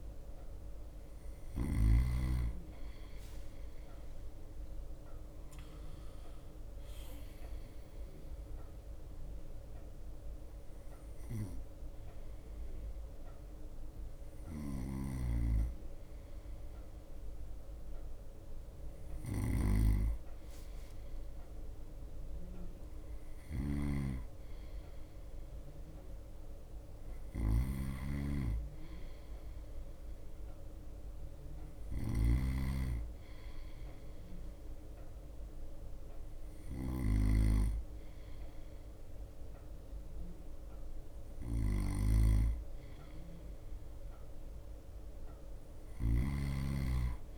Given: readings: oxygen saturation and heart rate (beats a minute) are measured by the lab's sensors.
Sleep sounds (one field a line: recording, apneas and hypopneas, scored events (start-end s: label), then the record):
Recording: breathing in sleep by a room microphone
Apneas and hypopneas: 1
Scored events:
0.00-2.50 s: snoring (device-marked)
0.00-8.50 s: drop in pulse transit time (device-marked, heart rate 57 extreme)
0.00-20.50 s: bradycardia (device-marked, heart rate 57 extreme)
7.00-19.00 s: hypopnea (oxygen 94% before, 92% lowest, heart rate 58 before, 55 extreme, up 3 after)
15.00-37.50 s: snoring (device-marked)
21.50-26.00 s: arousal
23.50-25.50 s: bradycardia (device-marked, heart rate 58 before, 60 extreme)
26.50-47.38 s: bradycardia (device-marked, heart rate 58 before, 55 extreme)
46.00-47.38 s: snoring (device-marked)
From the record:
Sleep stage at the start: N2 (light sleep)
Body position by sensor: on the right side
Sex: male